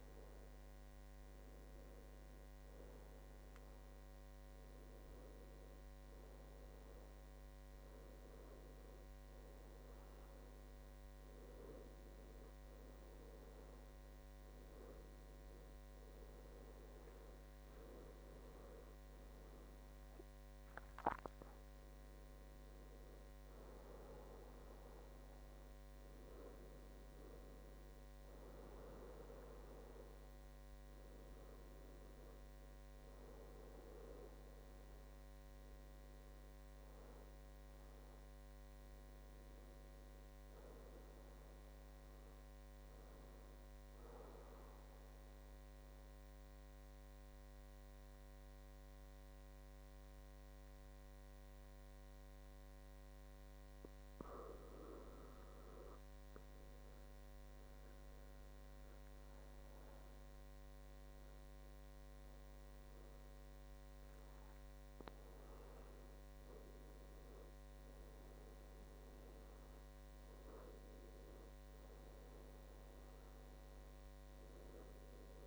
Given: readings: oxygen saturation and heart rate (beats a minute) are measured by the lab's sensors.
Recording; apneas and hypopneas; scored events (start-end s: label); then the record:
breathing in sleep by a microphone on the trachea; 1
4.00-6.00 s: long interval between heartbeats (device-marked, heart rate 76 before, 73 extreme)
12.50-17.00 s: arousal
31.00-75.47 s: new sleep stage, N2 (light sleep)
43.00-55.00 s: obstructive apnea (oxygen 97% before, 92% lowest, heart rate 74 before, 68 extreme, up 11 after)
57.50-62.00 s: arousal
62.00-75.47 s: oxygen desaturation (device-marked, oxygen 97% before, 92% lowest, heart rate 71 before, 66 extreme)
From the record:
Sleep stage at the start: N1 (lightest sleep); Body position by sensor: on the back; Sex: male